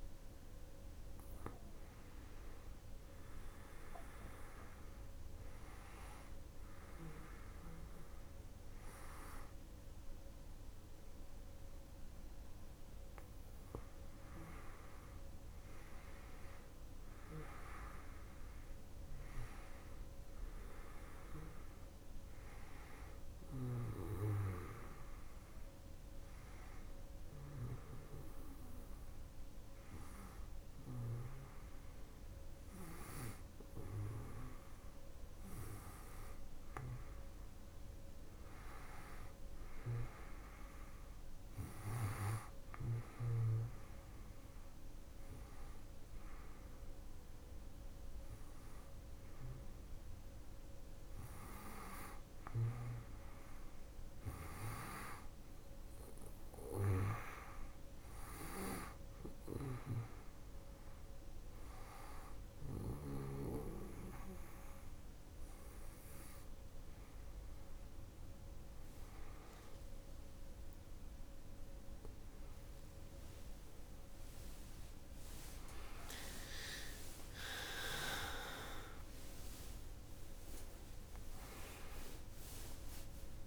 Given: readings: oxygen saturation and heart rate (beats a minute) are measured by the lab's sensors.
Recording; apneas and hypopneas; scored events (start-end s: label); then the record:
breathing in sleep by a room microphone; 1
20.50-24.00 s: arousal
24.00-83.47 s: new sleep stage, N2 (light sleep)
25.50-37.50 s: hypopnea (oxygen 98% before, 95% lowest, heart rate 81 before, 77 extreme, up 4 after)
38.50-43.00 s: arousal
74.50-79.00 s: arousal
From the record:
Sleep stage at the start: N1 (lightest sleep); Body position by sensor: on the back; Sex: female